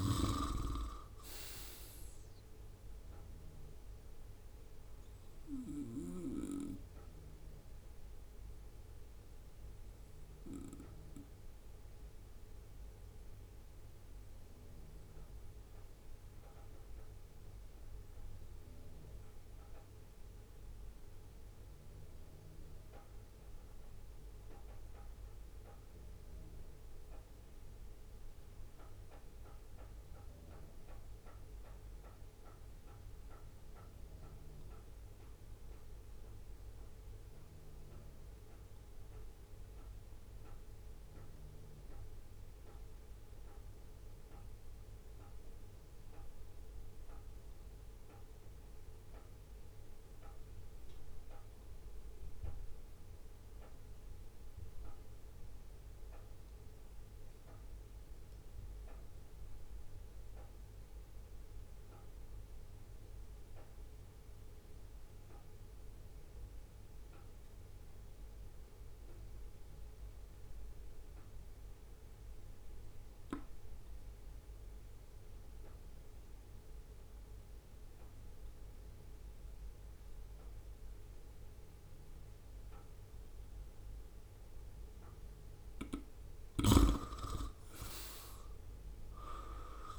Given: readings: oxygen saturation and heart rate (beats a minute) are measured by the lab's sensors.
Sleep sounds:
breathing in sleep by a room microphone; 1
4.00-23.00 s: oxygen desaturation (device-marked, oxygen 94% before, 87% lowest, heart rate 72 before, 66 extreme)
9.50-85.50 s: obstructive apnea (oxygen 95% before, 81% lowest, heart rate 69 before, 65 extreme, up 11 after)
60.00-89.99 s: oxygen desaturation (device-marked, oxygen 97% before, 86% lowest, heart rate 70 before, 65 extreme)
From the record:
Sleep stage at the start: N2 (light sleep); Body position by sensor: on the right side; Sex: male

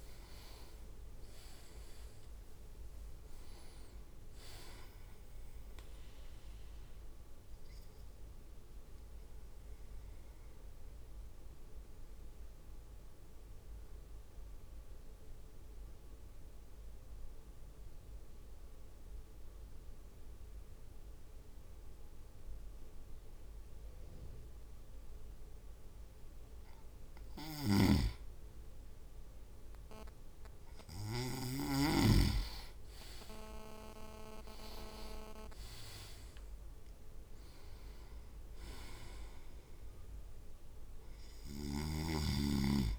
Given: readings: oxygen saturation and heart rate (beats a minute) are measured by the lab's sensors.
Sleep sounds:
breathing in sleep by a room microphone; 1
0.00-2.50 s: leg movement (device-marked)
0.00-3.00 s: arousal
7.50-26.00 s: obstructive apnea (oxygen 99% before, 97% lowest)
27.00-31.50 s: snoring (device-marked)
34.50-38.50 s: arousal
From the record:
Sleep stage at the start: N2 (light sleep); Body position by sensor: on the right side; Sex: male

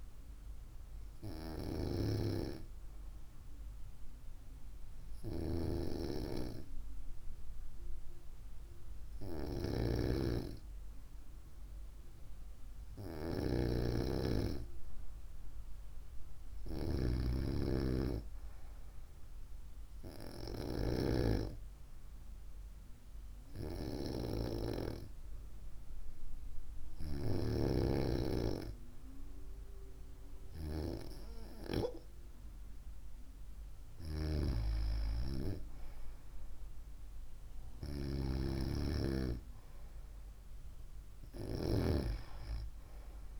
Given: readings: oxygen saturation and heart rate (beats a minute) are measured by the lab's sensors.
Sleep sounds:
breathing in sleep by a room microphone; 1
0.50-13.00 s: hypopnea (oxygen 96% before, 94% lowest, heart rate 60 before, 54 extreme, up 2 after)
15.00-19.00 s: arousal
From the record:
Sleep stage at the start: N2 (light sleep); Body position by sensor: on the right side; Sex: female

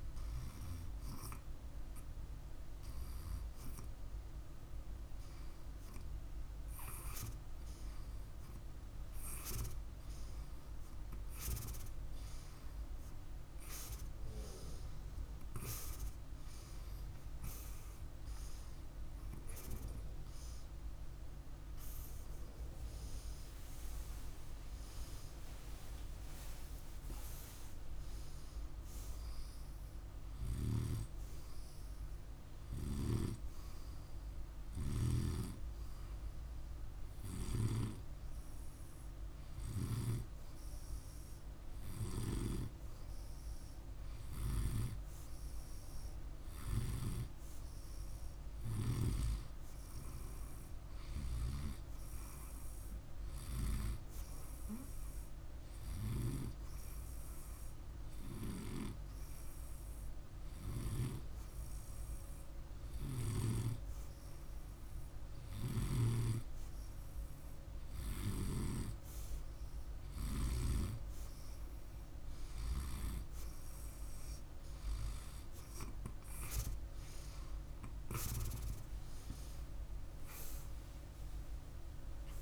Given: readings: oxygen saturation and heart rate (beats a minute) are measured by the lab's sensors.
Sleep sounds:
breathing in sleep by a room microphone; 1
23.00-27.50 s: arousal
35.50-47.00 s: hypopnea (oxygen 98% before, 96% lowest, heart rate 54 before, 50 extreme, up 0 after)
50.00-54.50 s: arousal
56.50-64.50 s: oxygen desaturation (device-marked, oxygen 99% before, 96% lowest, heart rate 52 before, 50 extreme)
65.00-70.00 s: snoring (device-marked)
79.50-82.41 s: new sleep stage, N1 (lightest sleep)
80.00-82.41 s: arousal
From the record:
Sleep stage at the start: N2 (light sleep); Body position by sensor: on the right side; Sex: male

